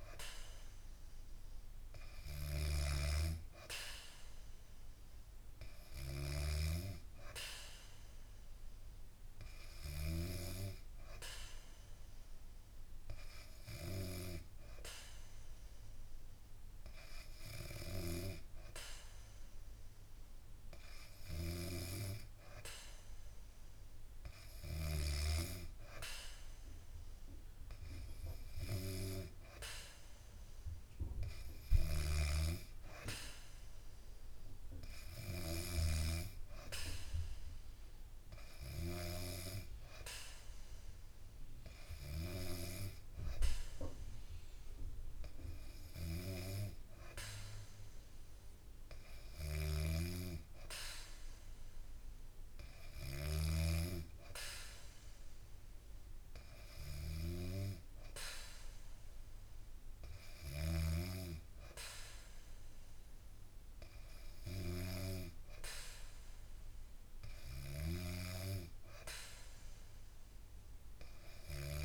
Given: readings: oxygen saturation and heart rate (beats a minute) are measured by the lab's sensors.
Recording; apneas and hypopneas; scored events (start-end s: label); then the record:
breathing in sleep by a room microphone; none
49.50-53.50 s: snoring (device-marked)
From the record:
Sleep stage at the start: N2 (light sleep); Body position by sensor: on the back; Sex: female